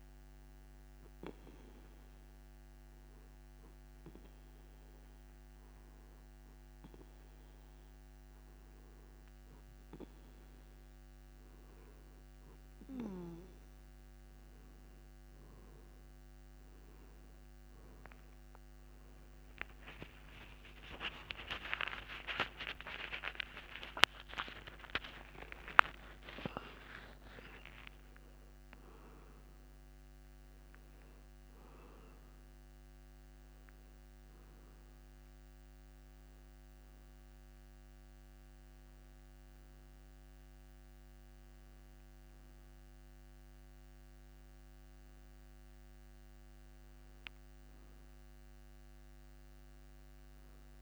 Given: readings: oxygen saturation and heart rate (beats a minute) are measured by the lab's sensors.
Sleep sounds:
breathing in sleep by a microphone on the trachea; 1
1.00-12.00 s: hypopnea (oxygen 96% before, 92% lowest)
15.50-45.50 s: new sleep stage, N1 (lightest sleep)
22.00-27.00 s: arousal
45.50-50.82 s: new sleep stage, N2 (light sleep)
From the record:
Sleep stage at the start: N2 (light sleep); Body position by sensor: on the back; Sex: male

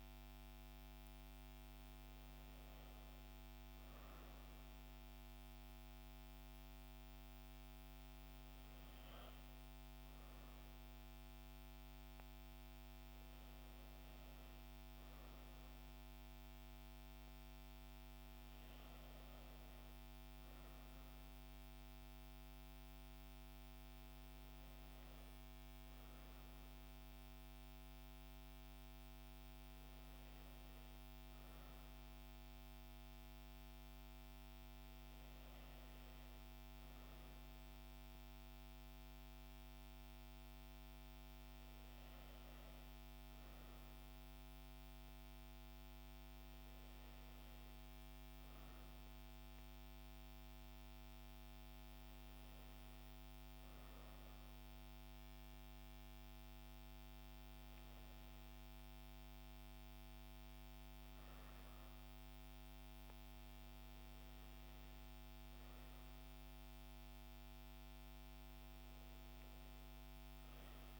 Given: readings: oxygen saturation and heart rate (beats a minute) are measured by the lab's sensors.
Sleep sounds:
breathing in sleep, hard to hear, by a microphone on the trachea; none
none scored
From the record:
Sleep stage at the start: N2 (light sleep); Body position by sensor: on the back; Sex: female

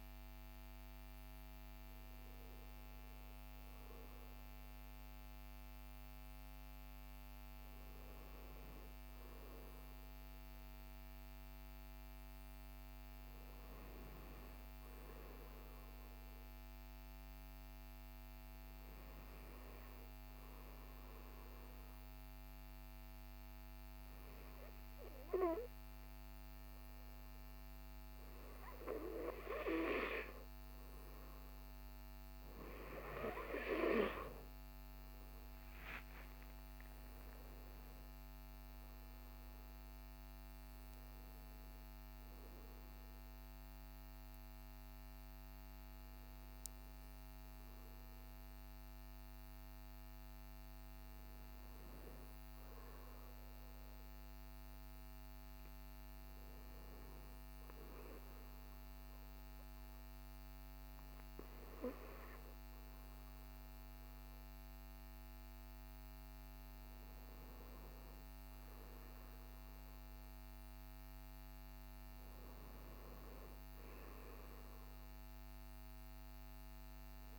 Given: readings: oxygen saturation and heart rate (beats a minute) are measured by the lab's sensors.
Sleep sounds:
breathing in sleep by a microphone on the trachea; 1
18.50-29.50 s: hypopnea (oxygen 97% before, 94% lowest, heart rate 54 before, 53 extreme, up 15 after)
31.00-35.50 s: arousal
From the record:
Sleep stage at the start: N2 (light sleep); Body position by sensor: on the right side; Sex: male

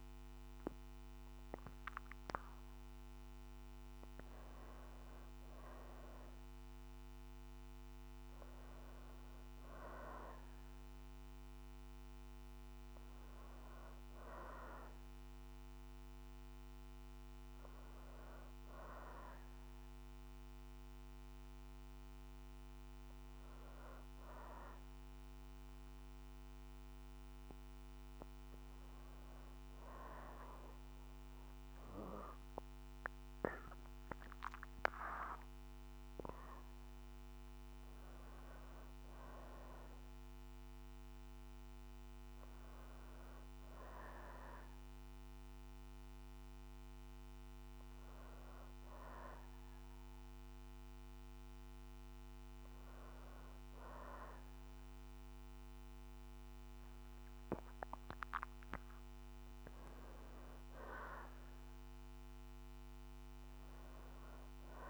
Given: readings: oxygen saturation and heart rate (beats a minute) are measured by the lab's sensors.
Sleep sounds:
breathing in sleep by a microphone on the trachea; none
32.50-37.00 s: arousal
From the record:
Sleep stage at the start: REM sleep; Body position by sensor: on the back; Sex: female

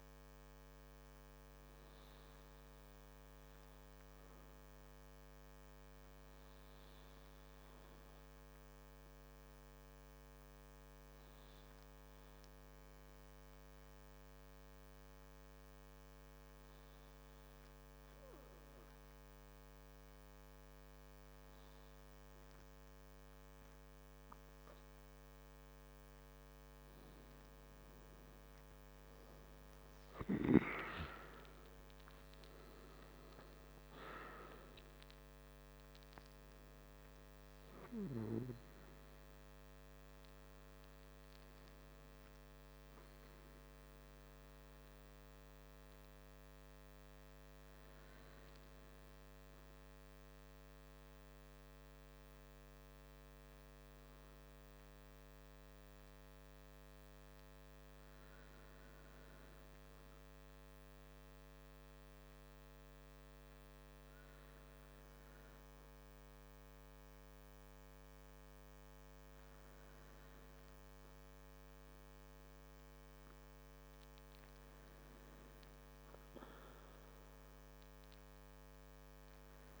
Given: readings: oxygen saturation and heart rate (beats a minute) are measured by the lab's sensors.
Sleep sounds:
breathing in sleep, hard to hear, by a microphone on the trachea; 2
2.50-25.00 s: hypopnea (oxygen 97% before, 93% lowest, heart rate 49 before, 46 extreme, up 7 after)
30.50-57.50 s: oxygen desaturation (device-marked, oxygen 97% before, 93% lowest, heart rate 50 before, 47 extreme)
32.50-36.50 s: arousal
51.50-73.50 s: hypopnea (oxygen 97% before, 94% lowest, heart rate 55 before, 48 extreme, up 1 after)
75.50-78.50 s: arousal
From the record:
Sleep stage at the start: N2 (light sleep); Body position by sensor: on the back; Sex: male

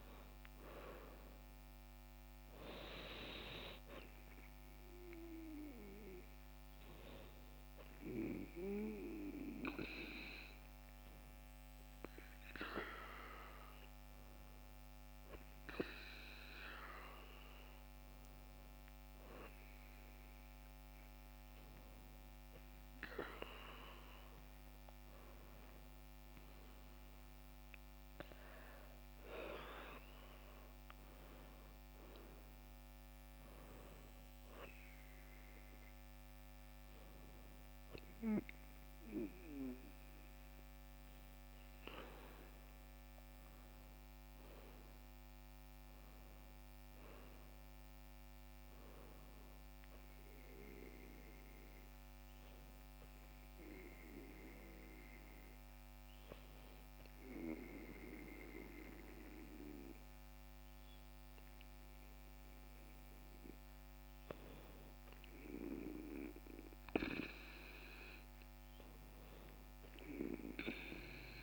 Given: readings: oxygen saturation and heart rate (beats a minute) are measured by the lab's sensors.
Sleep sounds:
breathing in sleep by a microphone on the trachea; 1
27.00-31.50 s: arousal
53.50-65.50 s: hypopnea (oxygen 96% before, 94% lowest, heart rate 68 before, 62 extreme, up 2 after)
69.00-71.43 s: arousal
From the record:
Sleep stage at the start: N2 (light sleep); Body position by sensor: on the back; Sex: female

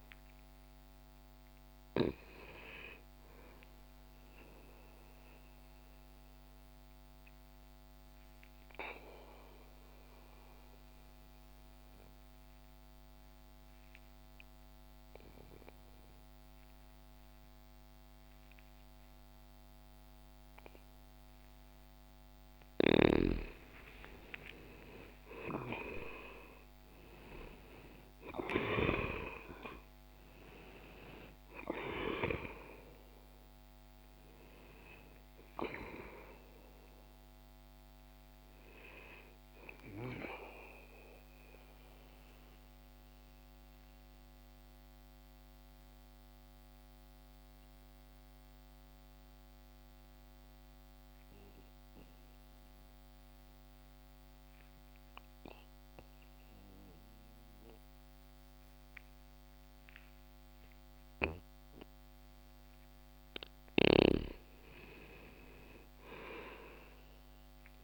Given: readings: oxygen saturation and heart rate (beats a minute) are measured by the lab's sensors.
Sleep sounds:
breathing in sleep by a microphone on the trachea; 2
4.50-22.00 s: obstructive apnea (oxygen 97% before, 89% lowest, heart rate 61 before, 59 extreme, up 2 after)
11.00-21.00 s: oxygen desaturation (device-marked, oxygen 96% before, 91% lowest, heart rate 60 before, 60 extreme)
23.00-27.50 s: arousal
40.00-62.50 s: mixed apnea (oxygen 95% before, 87% lowest, heart rate 61 before, 60 extreme, up 1 after)
47.00-59.00 s: oxygen desaturation (device-marked, oxygen 93% before, 89% lowest, heart rate 61 before, 60 extreme)
64.00-67.84 s: arousal
From the record:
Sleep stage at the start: N2 (light sleep); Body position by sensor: on the back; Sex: male

